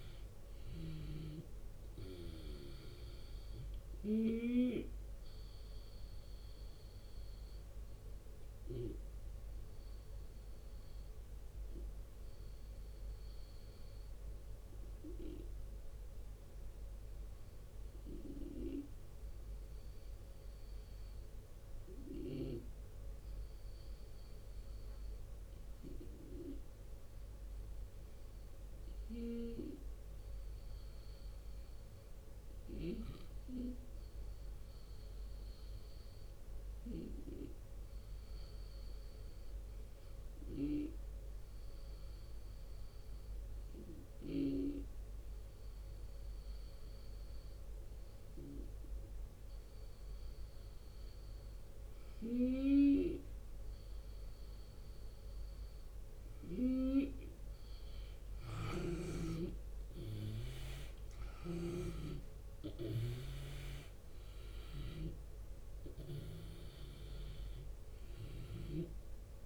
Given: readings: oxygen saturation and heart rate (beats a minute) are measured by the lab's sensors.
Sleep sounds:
breathing in sleep by a room microphone; 1
0.00-4.00 s: snoring (device-marked)
0.00-8.50 s: drop in pulse transit time (device-marked, heart rate 73 extreme)
0.00-24.50 s: oxygen desaturation (device-marked, oxygen 85% lowest, heart rate 70 extreme)
5.00-54.50 s: hypopnea (oxygen 94% before, 81% lowest, heart rate 79 before, 70 extreme, up 8 after)
36.50-43.50 s: drop in pulse transit time (device-marked, heart rate 76 before, 76 extreme)
37.50-69.46 s: oxygen desaturation (device-marked, oxygen 93% before, 81% lowest, heart rate 76 before, 72 extreme)
57.00-62.00 s: arousal
57.50-69.46 s: drop in pulse transit time (device-marked, heart rate 76 before, 79 extreme)
58.00-68.50 s: snoring (device-marked)
From the record:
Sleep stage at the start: REM sleep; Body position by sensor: on the left side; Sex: male

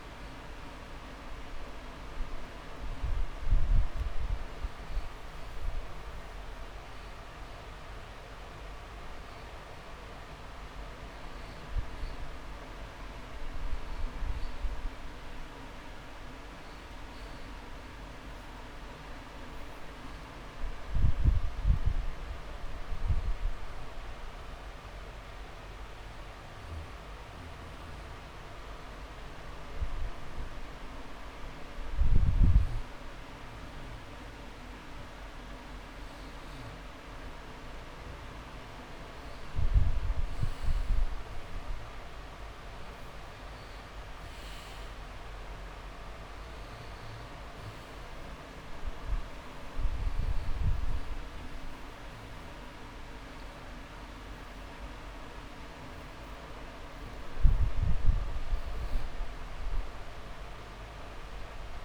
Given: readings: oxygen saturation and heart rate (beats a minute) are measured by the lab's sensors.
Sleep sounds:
breathing in sleep, hard to hear, by a room microphone; 1
18.00-22.00 s: arousal
25.50-37.00 s: obstructive apnea (oxygen 99% before, 93% lowest)
40.50-43.50 s: arousal
51.00-61.85 s: oxygen desaturation (device-marked, oxygen 97% before, 93% lowest)
From the record:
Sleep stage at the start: N2 (light sleep); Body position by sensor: on the back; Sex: male

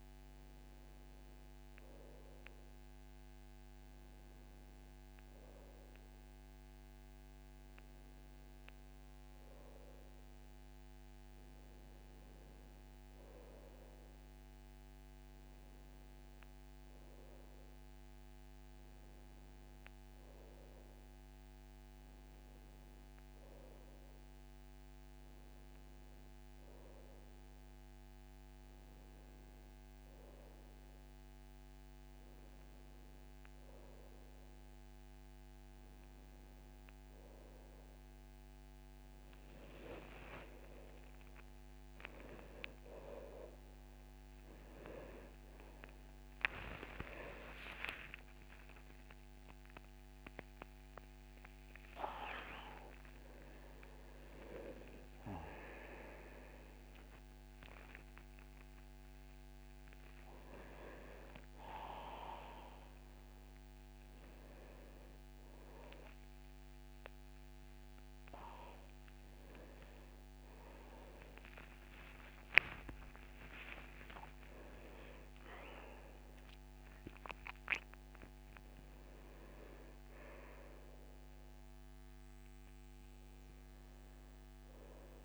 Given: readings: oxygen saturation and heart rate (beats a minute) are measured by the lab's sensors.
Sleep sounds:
a person awake in a sleep study, by a microphone on the trachea; none
none scored
From the record:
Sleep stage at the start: awake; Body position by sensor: on the back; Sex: male

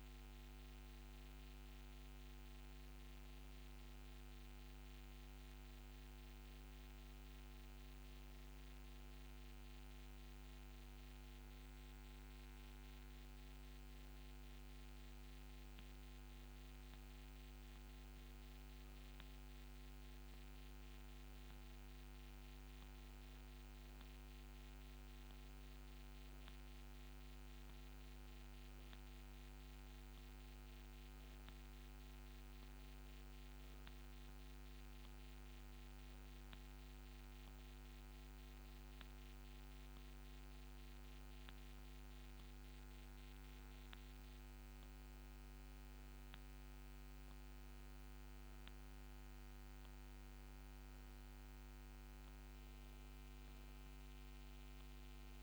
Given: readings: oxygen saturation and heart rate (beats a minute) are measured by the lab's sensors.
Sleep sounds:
breathing in sleep, hard to hear, by a microphone on the trachea; none
17.50-21.00 s: arousal
From the record:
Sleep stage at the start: N1 (lightest sleep); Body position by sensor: on the back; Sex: female

